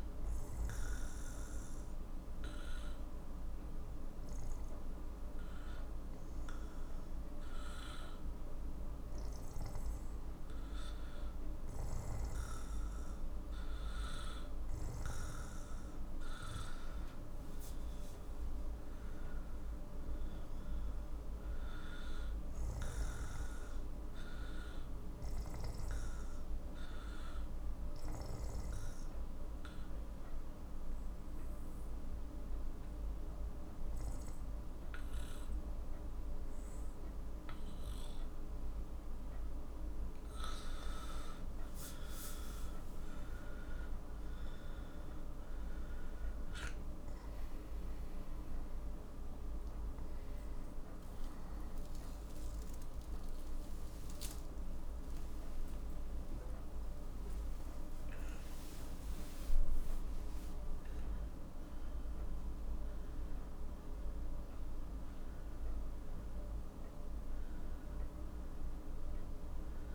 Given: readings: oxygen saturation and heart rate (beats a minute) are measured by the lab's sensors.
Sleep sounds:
breathing in sleep, hard to hear, by a room microphone; 2
0.00-8.00 s: oxygen desaturation (device-marked, oxygen 91% lowest, heart rate 50 extreme)
1.50-14.50 s: obstructive apnea (oxygen 96% before, 90% lowest, heart rate 55 before, 51 extreme, up 10 after)
17.00-20.50 s: arousal
26.50-39.00 s: obstructive apnea (oxygen 95% before, 90% lowest, heart rate 55 before, 51 extreme, up 11 after)
46.00-68.00 s: oxygen desaturation (device-marked, oxygen 95% before, 90% lowest, heart rate 54 before, 51 extreme)
54.50-60.00 s: arousal
From the record:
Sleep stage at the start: N2 (light sleep); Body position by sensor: on the back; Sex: male

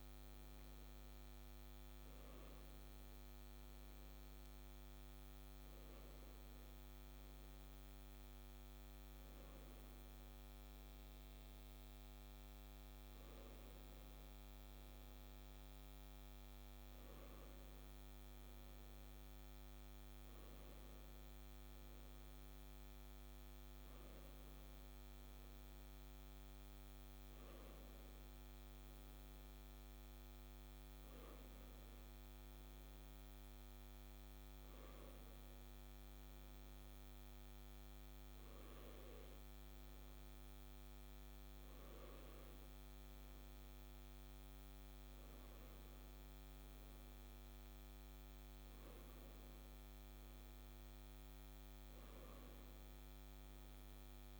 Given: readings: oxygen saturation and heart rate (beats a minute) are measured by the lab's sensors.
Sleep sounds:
a person awake in a sleep study, hard to hear, by a microphone on the trachea; none
none scored
From the record:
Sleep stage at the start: awake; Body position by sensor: on the left side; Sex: male

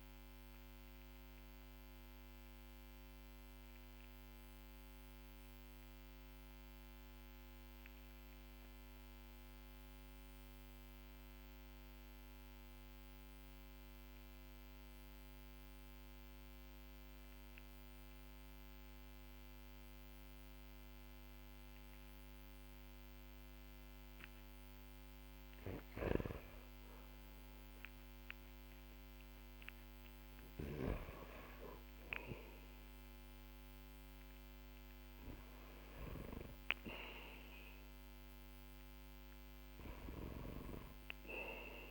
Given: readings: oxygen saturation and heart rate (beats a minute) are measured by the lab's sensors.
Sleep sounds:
breathing in sleep by a microphone on the trachea; 1
0.00-1.50 s: arousal
3.50-23.50 s: obstructive apnea (oxygen 99% before, 94% lowest, heart rate 59 before, 44 extreme, up 12 after)
25.50-31.50 s: arousal
40.50-41.91 s: new sleep stage, N2 (light sleep)
From the record:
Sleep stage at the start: N1 (lightest sleep); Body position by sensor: on the back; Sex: male

